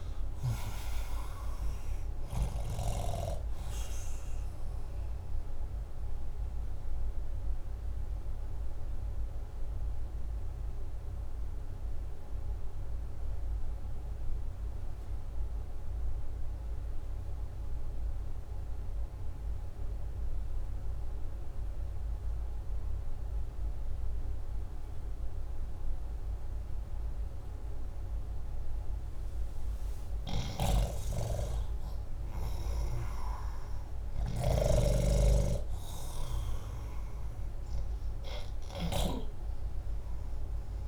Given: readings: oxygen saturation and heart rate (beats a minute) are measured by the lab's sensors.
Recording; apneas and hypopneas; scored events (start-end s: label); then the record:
breathing in sleep by a room microphone; 1
5.00-30.00 s: obstructive apnea (oxygen 89% before, 76% lowest, heart rate 71 before, 63 extreme, up 3 after)
7.50-33.50 s: oxygen desaturation (device-marked, oxygen 84% before, 76% lowest, heart rate 73 before, 63 extreme)
30.00-34.50 s: snoring (device-marked)
31.50-35.00 s: arousal
From the record:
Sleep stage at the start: N2 (light sleep); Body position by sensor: upright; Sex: male